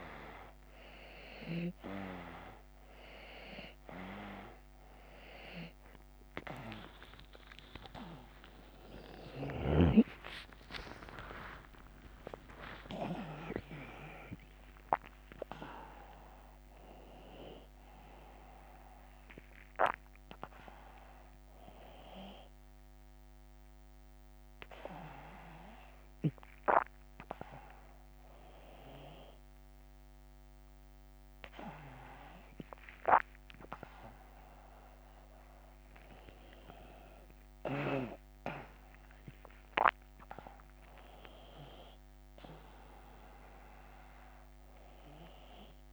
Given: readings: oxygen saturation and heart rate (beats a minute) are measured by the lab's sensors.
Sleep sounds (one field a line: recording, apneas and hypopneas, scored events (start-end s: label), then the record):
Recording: a person awake in a sleep study, by a microphone on the trachea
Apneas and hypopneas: none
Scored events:
0.00-7.50 s: oxygen desaturation (device-marked, oxygen 91% lowest, heart rate 67 extreme)
8.50-14.50 s: tachycardia (device-marked, heart rate 78 before, 109 extreme)
8.50-45.93 s: new sleep stage, awake
9.50-24.50 s: drop in pulse transit time (device-marked, heart rate 79 before, 83 extreme)
10.50-12.50 s: long interval between heartbeats (device-marked, heart rate 80 before, 95 extreme)
18.50-22.50 s: oxygen desaturation (device-marked, oxygen 92% before, 88% lowest, heart rate 90 before, 67 extreme)
21.00-23.00 s: long interval between heartbeats (device-marked, heart rate 92 before, 85 extreme)
25.00-27.00 s: long interval between heartbeats (device-marked, heart rate 93 before, 80 extreme)
From the record:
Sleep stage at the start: N2 (light sleep)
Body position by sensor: on the back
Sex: male